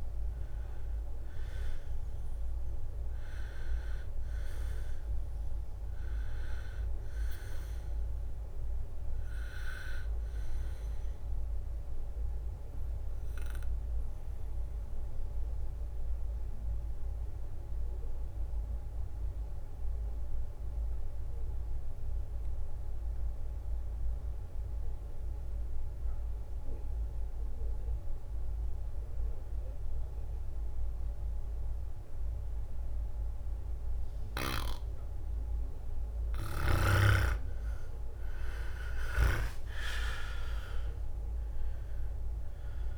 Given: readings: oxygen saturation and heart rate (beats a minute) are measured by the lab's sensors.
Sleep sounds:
breathing in sleep by a room microphone; 1
0.00-7.50 s: drop in pulse transit time (device-marked, heart rate 69 extreme)
0.00-17.50 s: oxygen desaturation (device-marked, oxygen 90% lowest, heart rate 62 extreme)
15.50-35.00 s: obstructive apnea (oxygen 98% before, 90% lowest, heart rate 70 before, 62 extreme, up 12 after)
36.50-39.50 s: arousal
36.50-42.98 s: oxygen desaturation (device-marked, oxygen 98% before, 90% lowest, heart rate 65 before, 63 extreme)
38.50-42.98 s: drop in pulse transit time (device-marked, heart rate 65 before, 66 extreme)
From the record:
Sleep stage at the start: N2 (light sleep); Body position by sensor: on the back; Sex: male

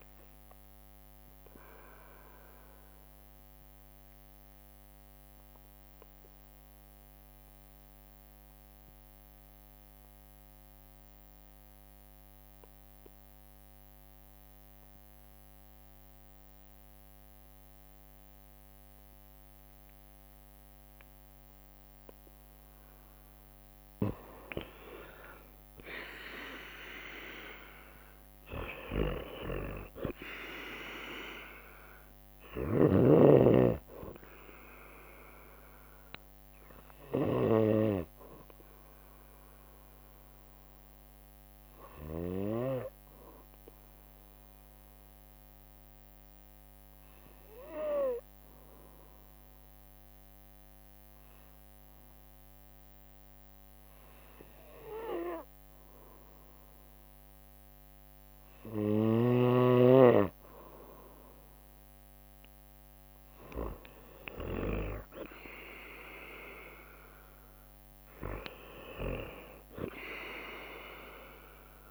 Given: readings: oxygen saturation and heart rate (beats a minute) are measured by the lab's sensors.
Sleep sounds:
breathing in sleep by a microphone on the trachea; 2
0.00-8.50 s: drop in pulse transit time (device-marked, heart rate 57 extreme)
0.00-18.50 s: oxygen desaturation (device-marked, oxygen 92% lowest, heart rate 56 extreme)
1.00-20.50 s: obstructive apnea (oxygen 98% before, 91% lowest, heart rate 61 before, 56 extreme, up 6 after)
3.50-21.50 s: bradycardia (device-marked, heart rate 62 before, 56 extreme)
24.00-27.00 s: arousal
25.50-37.50 s: drop in pulse transit time (device-marked, heart rate 58 before, 60 extreme)
27.50-49.50 s: oxygen desaturation (device-marked, oxygen 97% before, 91% lowest, heart rate 58 before, 56 extreme)
32.00-37.00 s: snoring (device-marked)
34.50-66.50 s: bradycardia (device-marked, heart rate 62 before, 56 extreme)
36.50-59.50 s: obstructive apnea (oxygen 97% before, 91% lowest, heart rate 61 before, 56 extreme, up 0 after)
61.50-65.50 s: arousal
61.50-71.91 s: drop in pulse transit time (device-marked, heart rate 58 before, 56 extreme)
From the record:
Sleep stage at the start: N2 (light sleep); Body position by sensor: on the right side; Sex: female

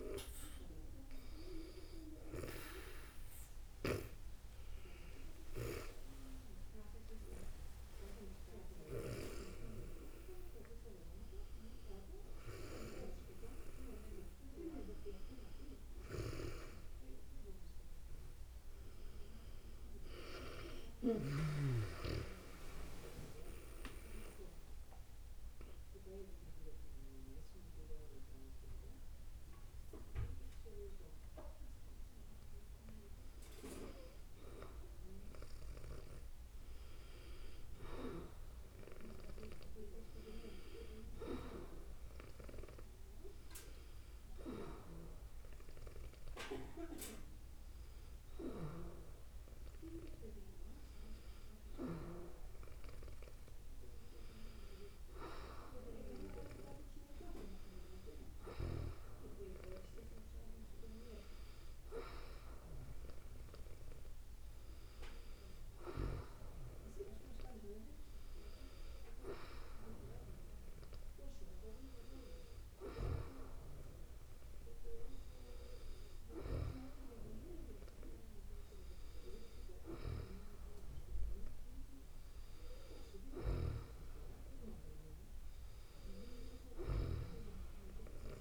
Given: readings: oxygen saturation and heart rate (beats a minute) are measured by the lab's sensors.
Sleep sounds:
a person awake in a sleep study, by a room microphone; none
23.50-83.50 s: new sleep stage, awake
83.50-88.41 s: new sleep stage, N2 (light sleep)
From the record:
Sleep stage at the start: N2 (light sleep); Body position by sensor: on the back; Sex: female

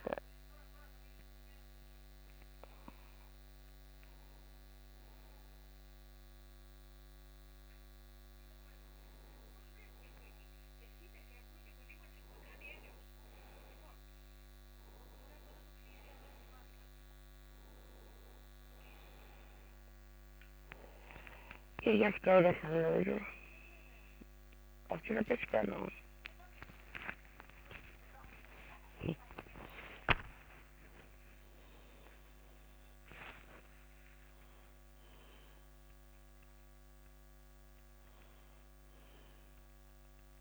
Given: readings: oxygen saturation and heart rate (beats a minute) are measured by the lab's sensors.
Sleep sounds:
a person awake in a sleep study, by a microphone on the trachea; none
14.50-34.50 s: oxygen desaturation (device-marked, oxygen 98% before, 94% lowest)
From the record:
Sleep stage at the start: awake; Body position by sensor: on the back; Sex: female

